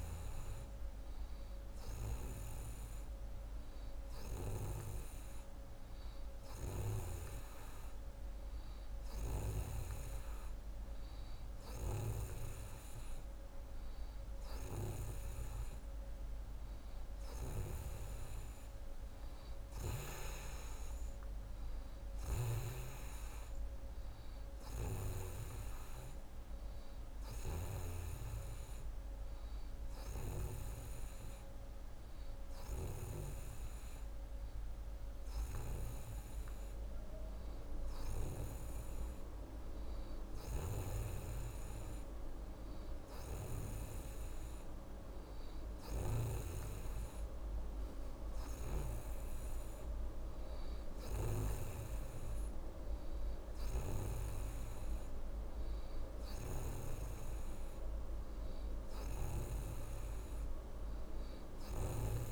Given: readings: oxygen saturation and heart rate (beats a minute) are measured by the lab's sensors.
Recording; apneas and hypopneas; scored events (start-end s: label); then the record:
breathing in sleep by a room microphone; none
22.00-27.50 s: snoring (device-marked)
45.50-51.50 s: snoring (device-marked)
From the record:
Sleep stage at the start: N2 (light sleep); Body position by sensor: on the right side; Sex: female